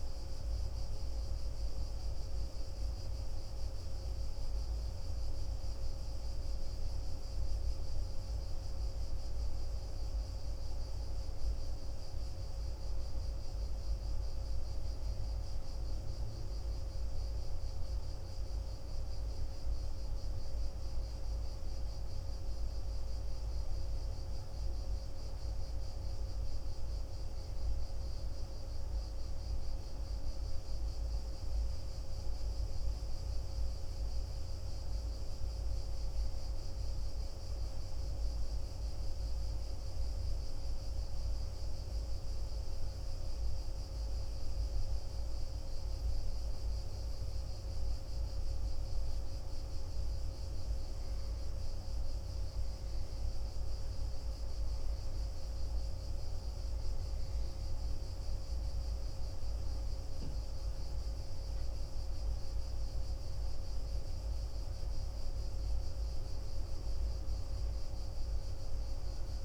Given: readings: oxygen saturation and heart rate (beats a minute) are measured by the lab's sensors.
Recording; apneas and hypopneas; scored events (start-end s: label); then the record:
breathing in sleep, hard to hear, by a room microphone; none
none scored
From the record:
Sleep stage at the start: N1 (lightest sleep); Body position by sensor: on the back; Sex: male